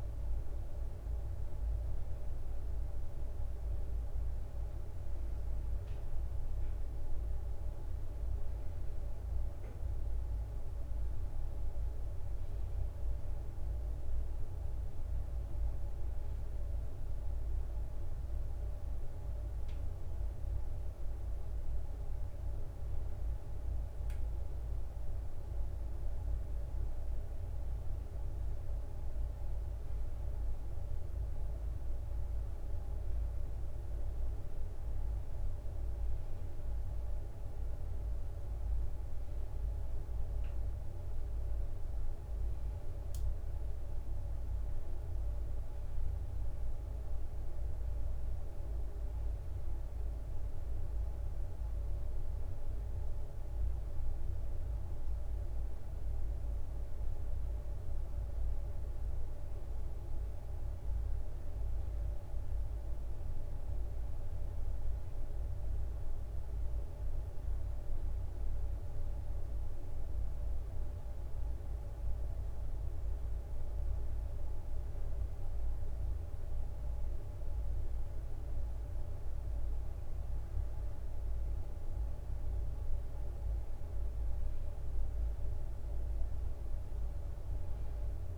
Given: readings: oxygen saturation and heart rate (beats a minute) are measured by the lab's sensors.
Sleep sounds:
breathing in sleep, hard to hear, by a room microphone; none
none scored
From the record:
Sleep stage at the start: N1 (lightest sleep); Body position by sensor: on the right side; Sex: male

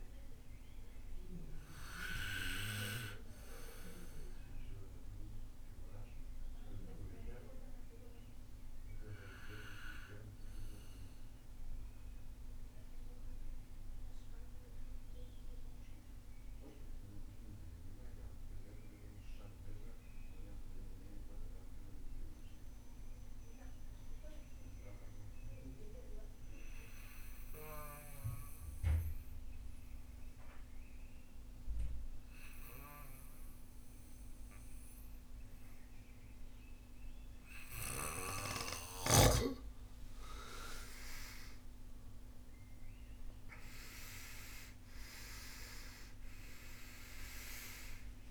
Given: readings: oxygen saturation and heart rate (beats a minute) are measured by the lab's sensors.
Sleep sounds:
breathing in sleep by a room microphone; 1
0.00-26.00 s: oxygen desaturation (device-marked, oxygen 83% lowest)
4.50-38.00 s: mixed apnea (oxygen 98% before, 83% lowest)
39.00-44.50 s: arousal
39.00-48.31 s: oxygen desaturation (device-marked, oxygen 98% before, 84% lowest)
From the record:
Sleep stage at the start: N2 (light sleep); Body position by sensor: on the back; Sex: male

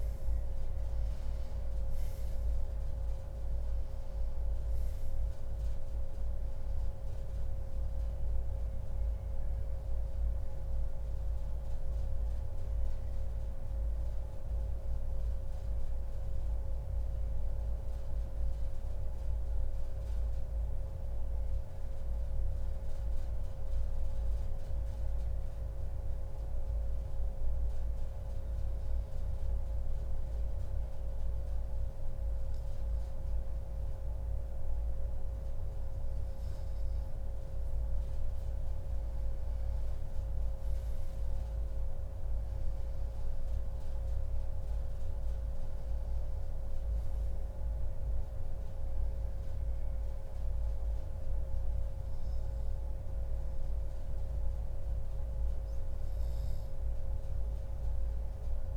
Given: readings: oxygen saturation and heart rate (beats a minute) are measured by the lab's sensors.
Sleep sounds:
breathing in sleep, hard to hear, by a room microphone; 1
0.00-8.00 s: oxygen desaturation (device-marked, oxygen 95% before, 92% lowest, heart rate 136 before, 118 extreme)
12.00-15.50 s: arousal
18.50-37.50 s: hypopnea (oxygen 95% before, 93% lowest, heart rate 145 before, 118 extreme, up 25 after)
40.00-44.00 s: arousal
From the record:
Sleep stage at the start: N2 (light sleep); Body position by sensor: on the back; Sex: male

